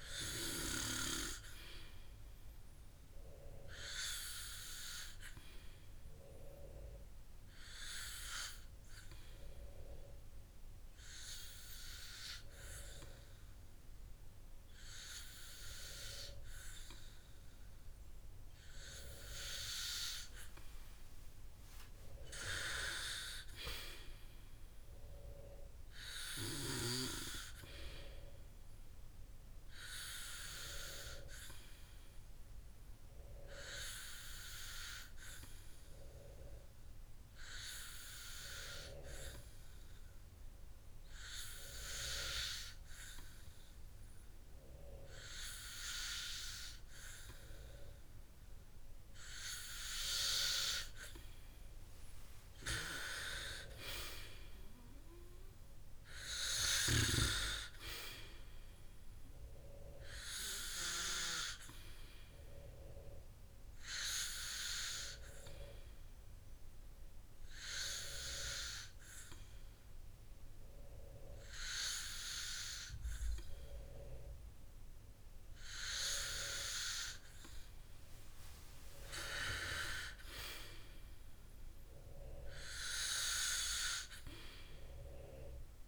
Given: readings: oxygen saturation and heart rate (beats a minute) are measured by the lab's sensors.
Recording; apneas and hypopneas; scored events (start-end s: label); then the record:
breathing in sleep by a room microphone; 3
6.00-19.00 s: hypopnea (oxygen 97% before, 94% lowest, heart rate 151 before, 68 extreme)
22.50-26.00 s: arousal
37.50-51.00 s: hypopnea (oxygen 97% before, 94% lowest, heart rate 128 before, 97 extreme)
53.00-57.00 s: arousal
65.00-76.00 s: hypopnea (oxygen 97% before, 94% lowest, heart rate 136 before, 99 extreme)
79.50-83.50 s: arousal
From the record:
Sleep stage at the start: N2 (light sleep); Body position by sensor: on the back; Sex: male